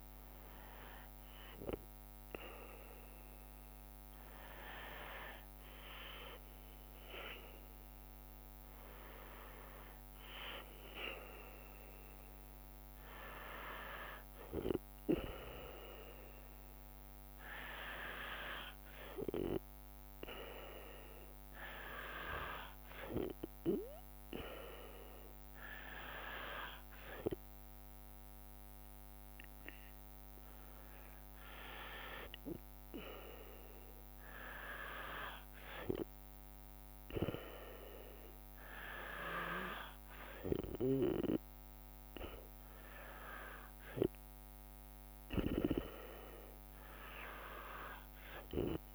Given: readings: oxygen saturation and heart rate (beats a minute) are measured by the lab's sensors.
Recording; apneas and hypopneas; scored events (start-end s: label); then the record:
a person partly awake in a sleep study, by a microphone on the trachea; none
4.50-48.95 s: new sleep stage, N2 (light sleep)
From the record:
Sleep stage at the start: awake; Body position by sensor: on the back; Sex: female